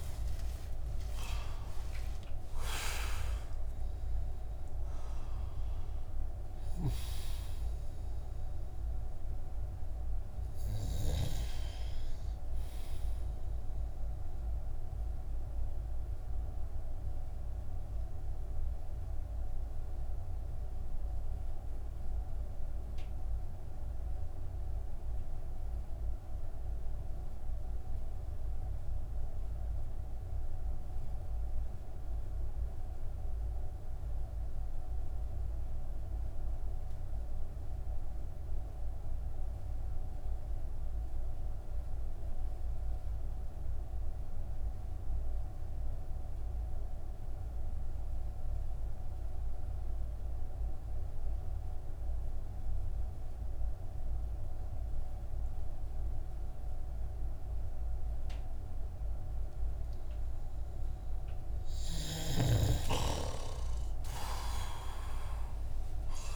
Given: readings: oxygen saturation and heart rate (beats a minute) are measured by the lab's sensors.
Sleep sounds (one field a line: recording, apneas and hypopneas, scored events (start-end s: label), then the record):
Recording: breathing in sleep by a room microphone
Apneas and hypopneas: 1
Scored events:
0.00-2.00 s: arousal
0.00-11.00 s: oxygen desaturation (device-marked, oxygen 93% lowest)
13.00-26.00 s: oxygen desaturation (device-marked, oxygen 94% before, 91% lowest)
14.00-60.00 s: mixed apnea (oxygen 97% before, 89% lowest)
52.00-66.36 s: oxygen desaturation (device-marked, oxygen 97% before, 89% lowest)
62.00-66.36 s: arousal
From the record:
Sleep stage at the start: N2 (light sleep)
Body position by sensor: on the back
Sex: male